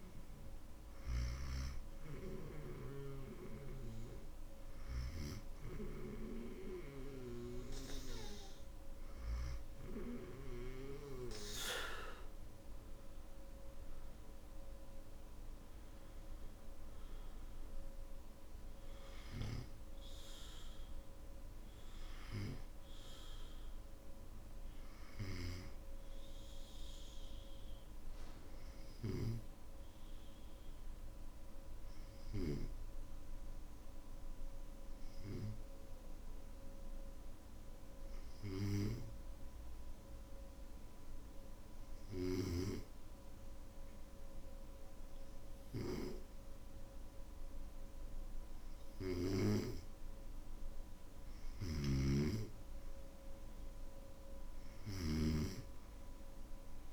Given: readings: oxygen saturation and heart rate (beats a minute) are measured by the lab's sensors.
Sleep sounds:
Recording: breathing in sleep by a room microphone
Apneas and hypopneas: 1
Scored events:
0.00-10.50 s: oxygen desaturation (device-marked, oxygen 93% lowest, heart rate 51 extreme)
30.50-50.50 s: hypopnea (oxygen 96% before, 94% lowest, heart rate 57 before, 52 extreme, up 6 after)
51.50-56.93 s: snoring (device-marked)
From the record:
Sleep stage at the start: N2 (light sleep)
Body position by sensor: on the back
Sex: male

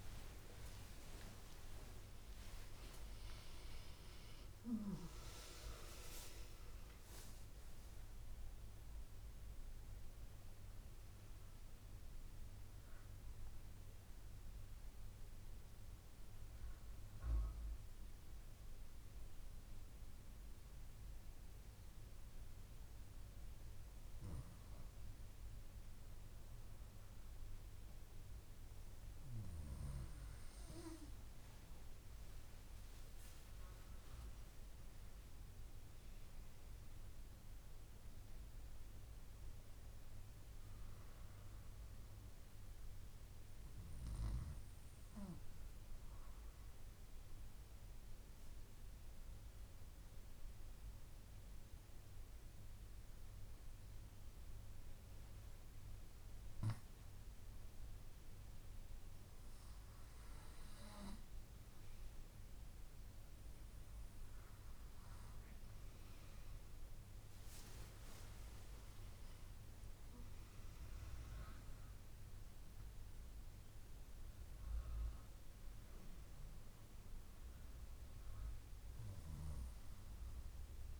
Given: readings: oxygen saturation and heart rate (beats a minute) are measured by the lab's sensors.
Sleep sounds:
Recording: a person partly awake in a sleep study, by a room microphone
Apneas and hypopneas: 2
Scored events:
1.00-31.00 s: new sleep stage, N1 (lightest sleep)
14.00-25.50 s: hypopnea (oxygen 99% before, 97% lowest)
28.00-32.50 s: arousal
31.00-80.99 s: new sleep stage, N2 (light sleep)
44.50-58.00 s: mixed apnea (oxygen 99% before, 96% lowest)
68.50-73.00 s: arousal
From the record:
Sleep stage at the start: awake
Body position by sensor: on the back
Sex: female

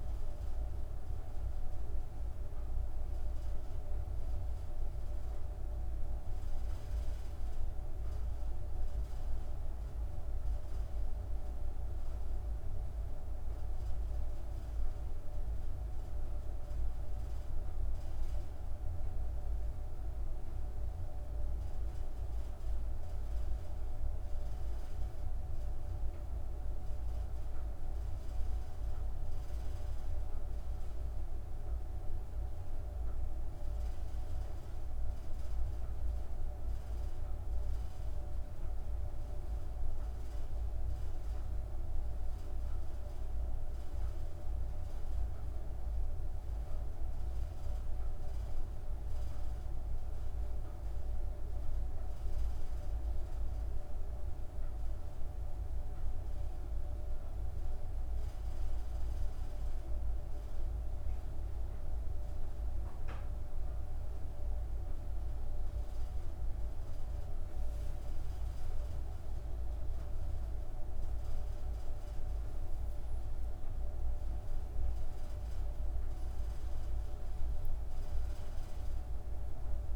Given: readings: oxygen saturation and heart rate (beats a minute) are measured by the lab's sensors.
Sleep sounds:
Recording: breathing in sleep, hard to hear, by a room microphone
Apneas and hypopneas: 1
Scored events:
43.50-64.50 s: hypopnea (oxygen 97% before, 96% lowest, heart rate 54 before, 51 extreme, up 10 after)
66.50-70.50 s: arousal
From the record:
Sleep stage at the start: N2 (light sleep)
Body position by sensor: on the back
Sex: female

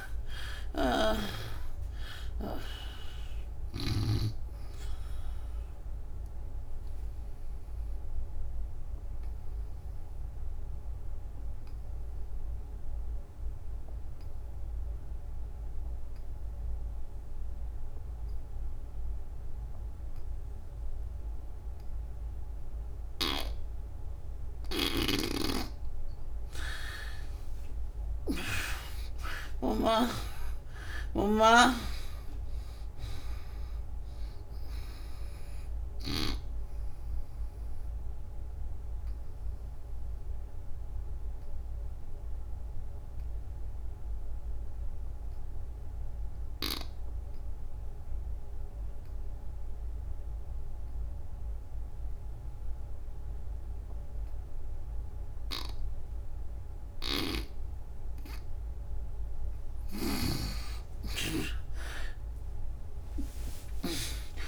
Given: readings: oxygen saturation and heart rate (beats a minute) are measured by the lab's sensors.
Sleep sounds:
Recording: breathing in sleep by a room microphone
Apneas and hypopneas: 2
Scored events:
0.00-14.00 s: oxygen desaturation (device-marked, oxygen 78% lowest, heart rate 69 extreme)
4.50-25.50 s: obstructive apnea (oxygen 95% before, 75% lowest, heart rate 101 before, 69 extreme, up 57 after)
24.00-50.00 s: oxygen desaturation (device-marked, oxygen 98% before, 77% lowest, heart rate 83 before, 69 extreme)
29.50-33.00 s: arousal
38.00-58.50 s: obstructive apnea (oxygen 98% before, 75% lowest, heart rate 97 before, 66 extreme, up 27 after)
59.50-64.48 s: snoring (device-marked)
60.00-64.48 s: arousal
62.00-64.48 s: oxygen desaturation (device-marked, oxygen 98% before, 75% lowest, heart rate 72 before, 66 extreme)
From the record:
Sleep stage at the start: N2 (light sleep)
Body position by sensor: on the back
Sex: female

